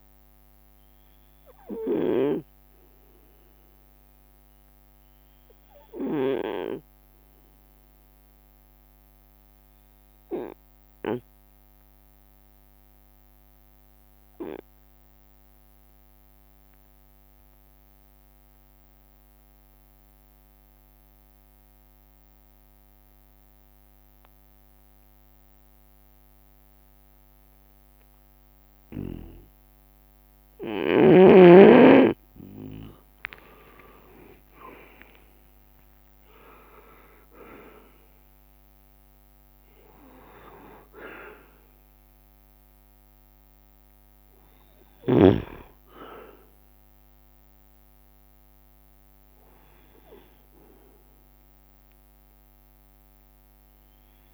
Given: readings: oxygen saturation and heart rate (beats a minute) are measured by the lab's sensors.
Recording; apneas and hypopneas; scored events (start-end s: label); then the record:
breathing in sleep by a microphone on the trachea; 1
0.00-10.00 s: oxygen desaturation (device-marked, oxygen 94% lowest)
0.00-54.33 s: bradycardia (device-marked)
2.00-29.50 s: obstructive apnea (oxygen 98% before, 92% lowest)
5.50-7.00 s: leg movement (device-marked)
7.00-9.00 s: long interval between heartbeats (device-marked)
8.00-18.00 s: drop in pulse transit time (device-marked)
13.00-15.00 s: long interval between heartbeats (device-marked)
19.00-21.00 s: long interval between heartbeats (device-marked)
23.50-25.50 s: long interval between heartbeats (device-marked)
25.00-39.00 s: oxygen desaturation (device-marked, oxygen 98% before, 94% lowest)
29.00-31.00 s: long interval between heartbeats (device-marked)
33.00-37.50 s: arousal
33.50-35.50 s: long interval between heartbeats (device-marked)
33.50-37.00 s: leg movement (device-marked)
39.00-41.00 s: long interval between heartbeats (device-marked, heart rate 33 before, 30 extreme)
41.00-54.33 s: oxygen desaturation (device-marked, oxygen 95% before, 92% lowest)
45.50-47.50 s: long interval between heartbeats (device-marked, heart rate 33 before, 45 extreme)
47.00-48.50 s: leg movement (device-marked)
50.00-52.00 s: long interval between heartbeats (device-marked, heart rate 37 before, 56 extreme)
51.00-54.33 s: drop in pulse transit time (device-marked)
From the record:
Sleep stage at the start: N2 (light sleep); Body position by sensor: on the right side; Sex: male